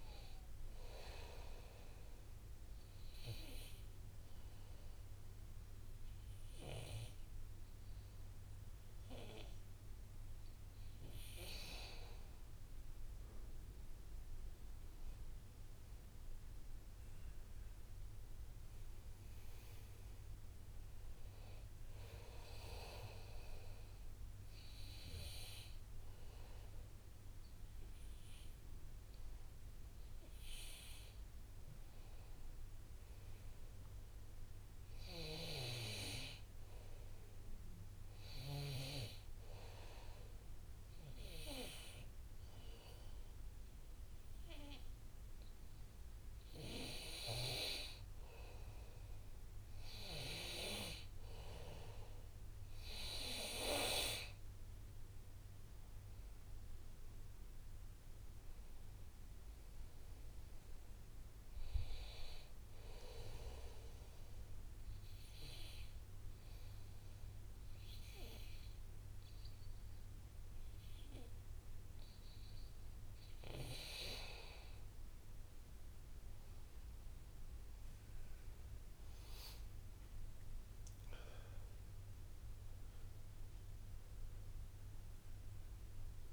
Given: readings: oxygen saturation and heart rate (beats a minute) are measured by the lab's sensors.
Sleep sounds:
breathing in sleep by a room microphone; 4
1.00-12.00 s: obstructive apnea (oxygen 97% before, 94% lowest, heart rate 65 before, 63 extreme, up 5 after)
13.50-17.50 s: arousal
20.00-33.00 s: oxygen desaturation (device-marked, oxygen 98% before, 94% lowest, heart rate 67 before, 63 extreme)
23.00-33.00 s: obstructive apnea (oxygen 98% before, 94% lowest, heart rate 67 before, 63 extreme, up 5 after)
34.00-37.00 s: arousal
40.00-50.00 s: obstructive apnea (oxygen 98% before, 94% lowest, heart rate 65 before, 60 extreme, up 0 after)
42.00-51.00 s: oxygen desaturation (device-marked, oxygen 98% before, 95% lowest, heart rate 66 before, 60 extreme)
55.50-60.00 s: arousal
63.50-74.00 s: obstructive apnea (oxygen 98% before, 91% lowest, heart rate 65 before, 62 extreme, up 7 after)
78.50-83.00 s: arousal
85.00-86.33 s: oxygen desaturation (device-marked, oxygen 98% before, 94% lowest, heart rate 65 before, 63 extreme)
From the record:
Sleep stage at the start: N2 (light sleep); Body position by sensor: on the back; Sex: male

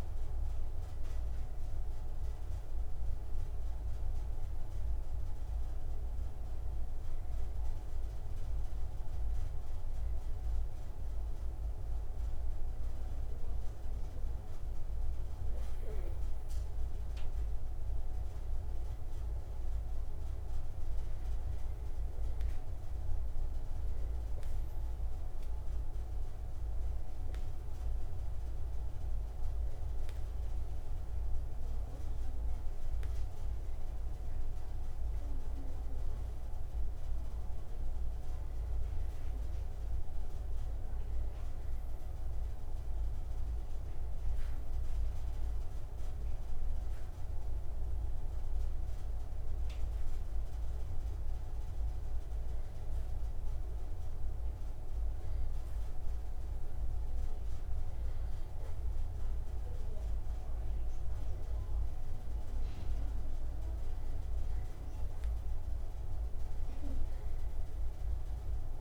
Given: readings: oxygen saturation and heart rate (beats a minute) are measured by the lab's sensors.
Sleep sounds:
breathing in sleep, hard to hear, by a room microphone; 1
46.50-60.50 s: hypopnea (oxygen 97% before, 94% lowest)
63.00-68.00 s: arousal
From the record:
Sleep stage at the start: N2 (light sleep); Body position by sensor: on the right side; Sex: male

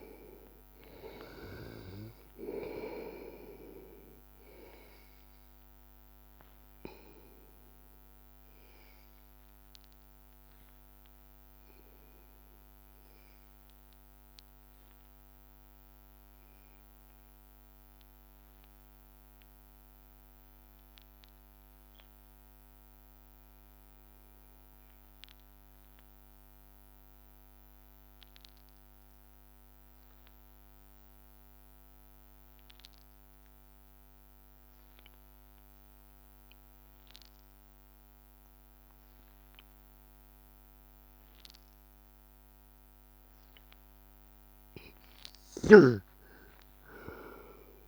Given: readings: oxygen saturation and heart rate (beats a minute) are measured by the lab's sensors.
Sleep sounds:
breathing in sleep by a microphone on the trachea; 1
0.00-18.50 s: oxygen desaturation (device-marked, oxygen 92% lowest, heart rate 81 extreme)
13.00-43.50 s: obstructive apnea (oxygen 97% before, 93% lowest, heart rate 84 before, 81 extreme, up 1 after)
46.50-47.88 s: arousal
From the record:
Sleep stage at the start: N2 (light sleep); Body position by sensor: on the back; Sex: male

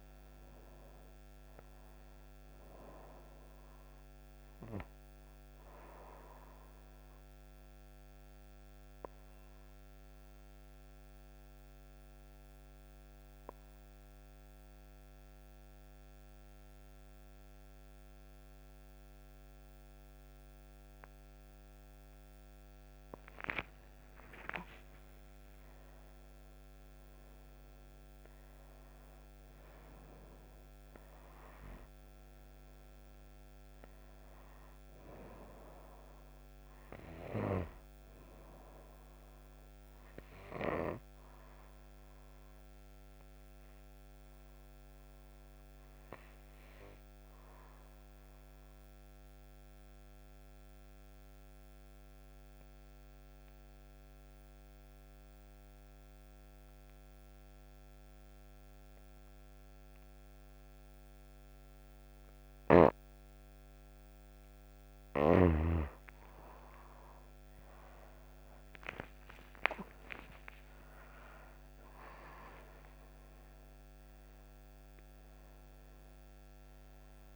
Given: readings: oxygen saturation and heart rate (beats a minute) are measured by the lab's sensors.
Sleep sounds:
breathing in sleep by a microphone on the trachea; 2
0.00-6.50 s: oxygen desaturation (device-marked, oxygen 94% lowest)
7.00-22.50 s: obstructive apnea (oxygen 99% before, 91% lowest)
23.50-28.00 s: arousal
29.50-52.50 s: oxygen desaturation (device-marked, oxygen 98% before, 93% lowest)
48.50-64.50 s: obstructive apnea (oxygen 98% before, 91% lowest)
62.50-66.00 s: snoring (device-marked)
66.50-73.00 s: arousal
From the record:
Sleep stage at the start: N2 (light sleep); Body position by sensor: on the right side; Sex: female

